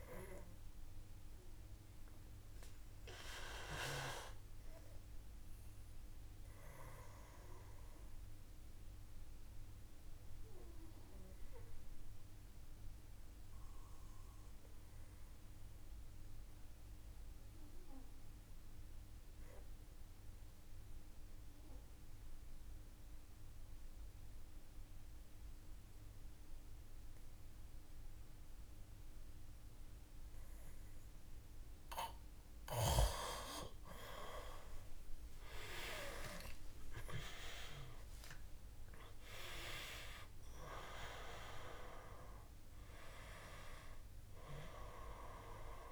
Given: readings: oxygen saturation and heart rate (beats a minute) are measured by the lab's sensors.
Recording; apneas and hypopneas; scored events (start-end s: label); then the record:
breathing in sleep by a room microphone; 1
0.00-18.00 s: oxygen desaturation (device-marked, oxygen 87% lowest, heart rate 52 extreme)
0.50-31.00 s: obstructive apnea (oxygen 97% before, 86% lowest, heart rate 56 before, 52 extreme, up 8 after)
34.50-39.50 s: arousal
36.00-45.92 s: oxygen desaturation (device-marked, oxygen 97% before, 86% lowest, heart rate 55 before, 55 extreme)
From the record:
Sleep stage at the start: N2 (light sleep); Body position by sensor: on the back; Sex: male